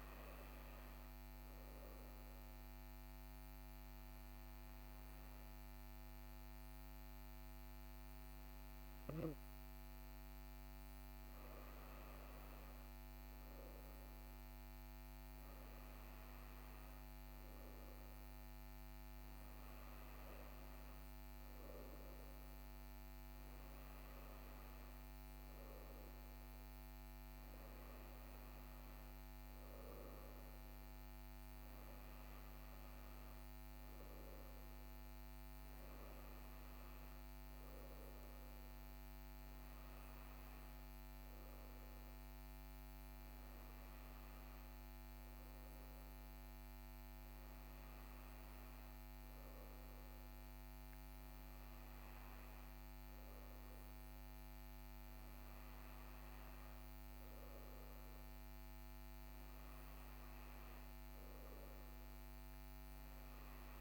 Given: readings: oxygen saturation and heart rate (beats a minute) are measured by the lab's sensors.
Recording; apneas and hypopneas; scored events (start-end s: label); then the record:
breathing in sleep, hard to hear, by a microphone on the trachea; 1
1.50-12.00 s: obstructive apnea (oxygen 97% before, 96% lowest, heart rate 41 before, 41 extreme, up 0 after)
14.50-19.00 s: arousal
From the record:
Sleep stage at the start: N2 (light sleep); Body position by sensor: on the right side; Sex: male